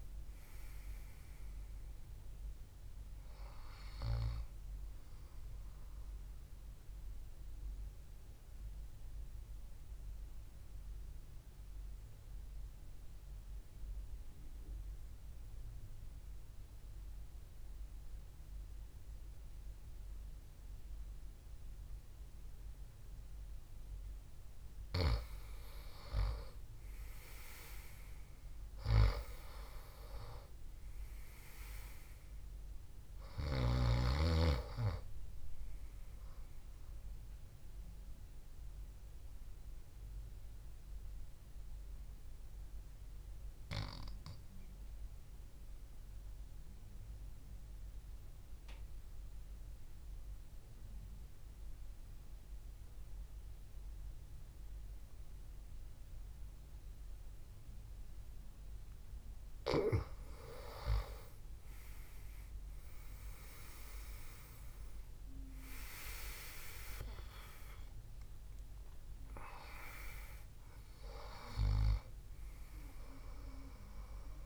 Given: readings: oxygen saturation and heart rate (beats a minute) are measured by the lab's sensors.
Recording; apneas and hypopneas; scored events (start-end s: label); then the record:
breathing in sleep by a room microphone; 2
0.00-10.50 s: oxygen desaturation (device-marked, oxygen 90% lowest, heart rate 60 extreme)
7.00-25.00 s: obstructive apnea (oxygen 96% before, 90% lowest, heart rate 68 before, 58 extreme)
27.50-31.50 s: arousal
33.50-37.50 s: oxygen desaturation (device-marked, oxygen 99% before, 93% lowest, heart rate 66 before, 60 extreme)
38.50-59.50 s: obstructive apnea (oxygen 99% before, 90% lowest, heart rate 64 before, 56 extreme)
39.50-49.50 s: oxygen desaturation (device-marked, oxygen 96% before, 90% lowest, heart rate 64 before, 56 extreme)
62.50-67.00 s: arousal
63.50-74.46 s: oxygen desaturation (device-marked, oxygen 98% before, 92% lowest, heart rate 71 before, 60 extreme)
From the record:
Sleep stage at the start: N2 (light sleep); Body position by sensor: on the back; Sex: male